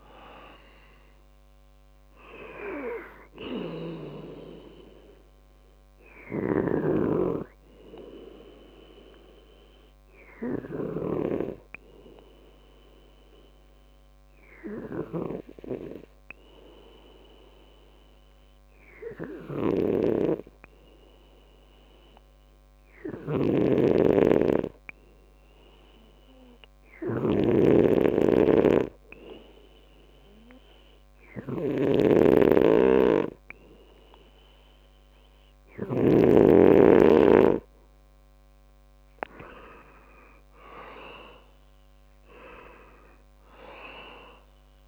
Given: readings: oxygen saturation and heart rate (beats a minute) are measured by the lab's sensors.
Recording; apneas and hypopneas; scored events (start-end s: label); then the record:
breathing in sleep by a microphone on the trachea; 1
0.00-1.50 s: tachycardia (device-marked, heart rate 126 extreme)
0.00-2.00 s: arousal
13.50-34.50 s: hypopnea (oxygen 94% before, 92% lowest, heart rate 85 before, 62 extreme, up 4 after)
23.00-36.50 s: snoring (device-marked)
39.00-43.50 s: arousal
39.50-44.88 s: oxygen desaturation (device-marked, oxygen 98% before, 92% lowest, heart rate 67 before, 62 extreme)
From the record:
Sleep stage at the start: N2 (light sleep); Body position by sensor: on the left side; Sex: male